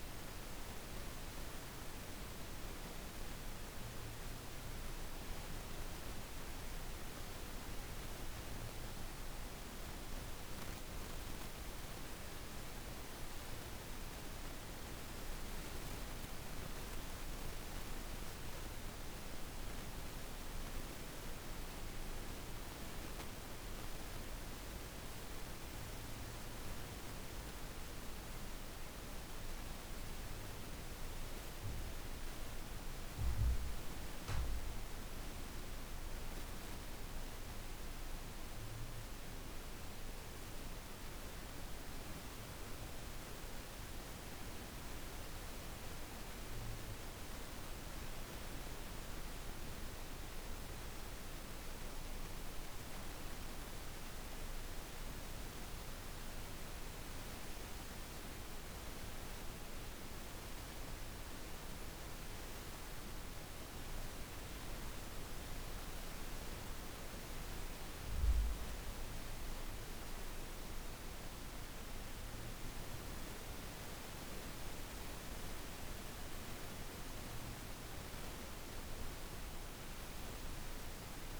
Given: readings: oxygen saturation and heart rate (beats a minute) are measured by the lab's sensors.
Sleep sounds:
breathing in sleep, hard to hear, by a room microphone; none
none scored
From the record:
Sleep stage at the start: N1 (lightest sleep); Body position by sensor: on the back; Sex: female

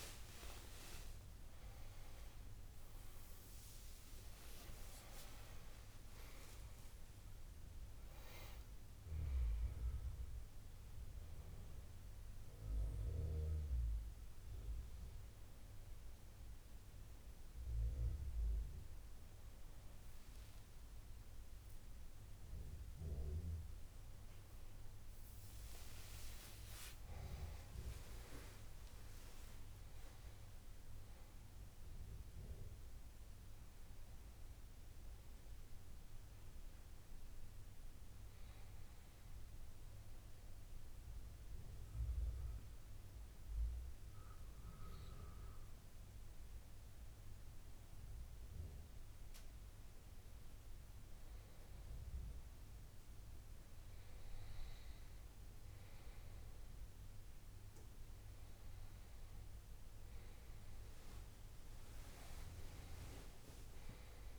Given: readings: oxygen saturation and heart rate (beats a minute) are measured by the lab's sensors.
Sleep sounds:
a person awake in a sleep study, by a room microphone; none
52.50-64.39 s: oxygen desaturation (device-marked, oxygen 97% before, 92% lowest, heart rate 76 before, 74 extreme)
From the record:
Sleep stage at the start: awake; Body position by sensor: on the right side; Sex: male

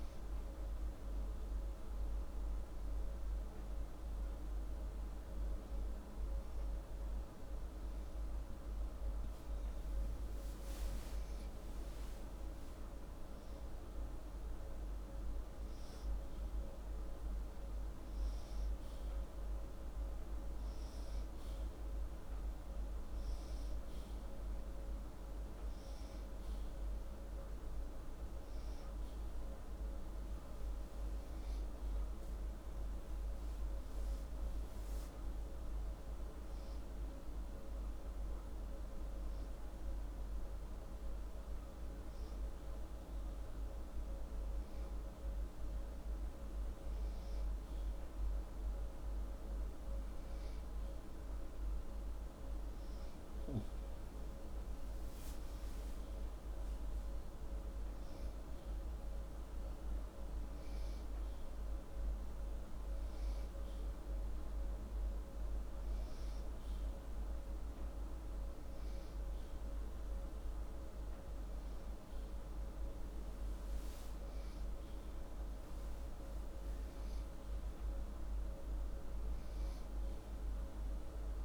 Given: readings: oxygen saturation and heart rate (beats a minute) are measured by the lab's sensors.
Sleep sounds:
breathing in sleep, hard to hear, by a room microphone; 1
2.50-13.50 s: hypopnea (oxygen 96% before, 94% lowest, heart rate 30 before, 28 extreme, up 33 after)
16.00-19.00 s: arousal
From the record:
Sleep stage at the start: N2 (light sleep); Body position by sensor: upright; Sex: male

